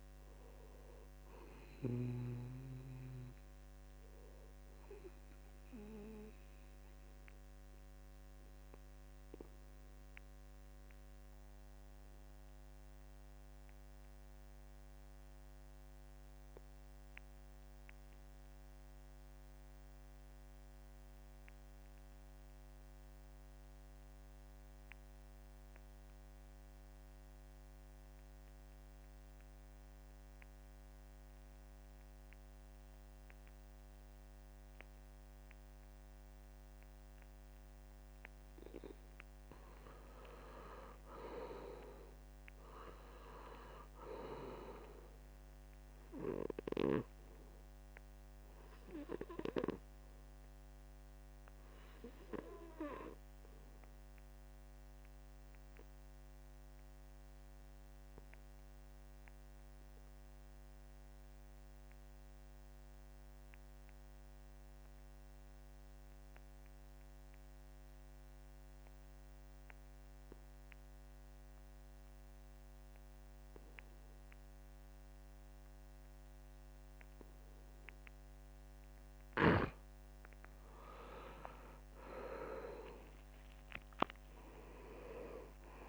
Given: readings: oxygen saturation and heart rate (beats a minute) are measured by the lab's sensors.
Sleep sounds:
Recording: breathing in sleep by a microphone on the trachea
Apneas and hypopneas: 2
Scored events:
0.00-19.50 s: oxygen desaturation (device-marked, oxygen 77% lowest, heart rate 66 extreme)
7.50-39.50 s: obstructive apnea (oxygen 95% before, 75% lowest, heart rate 79 before, 66 extreme, up 7 after)
29.50-61.50 s: oxygen desaturation (device-marked, oxygen 97% before, 78% lowest, heart rate 69 before, 66 extreme)
39.50-44.00 s: arousal
54.50-80.50 s: obstructive apnea (oxygen 96% before, 75% lowest, heart rate 72 before, 66 extreme, up 28 after)
73.50-85.89 s: oxygen desaturation (device-marked, oxygen 94% before, 75% lowest, heart rate 69 before, 68 extreme)
81.50-83.50 s: long interval between heartbeats (device-marked, heart rate 71 before, 83 extreme)
83.00-85.89 s: arousal
From the record:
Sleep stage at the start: N2 (light sleep)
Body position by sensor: on the back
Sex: male

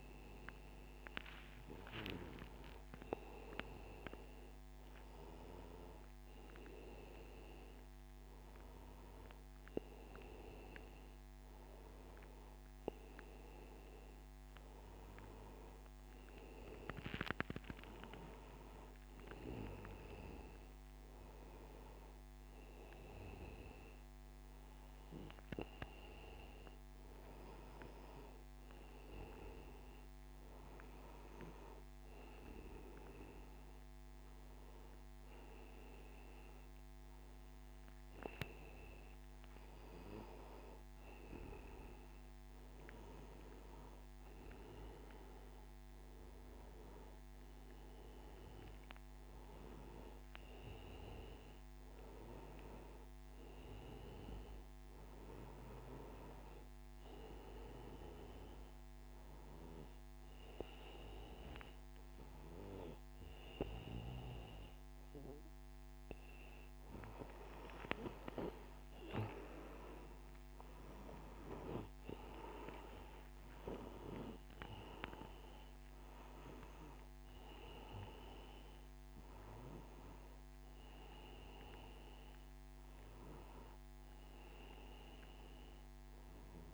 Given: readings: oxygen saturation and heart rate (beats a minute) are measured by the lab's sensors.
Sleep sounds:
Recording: breathing in sleep by a microphone on the trachea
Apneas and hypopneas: none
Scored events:
none scored
From the record:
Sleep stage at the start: N1 (lightest sleep)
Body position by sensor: on the back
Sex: male

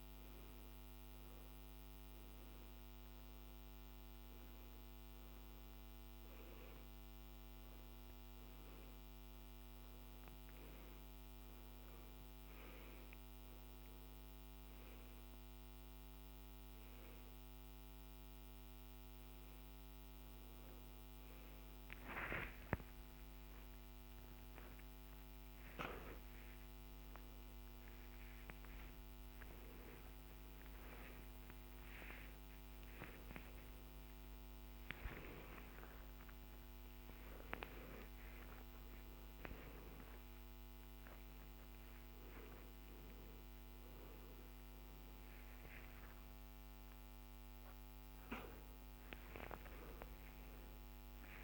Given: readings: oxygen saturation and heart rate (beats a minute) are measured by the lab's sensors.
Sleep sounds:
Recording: a person awake in a sleep study, by a microphone on the trachea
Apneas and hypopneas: none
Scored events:
none scored
From the record:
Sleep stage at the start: awake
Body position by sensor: on the back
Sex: male

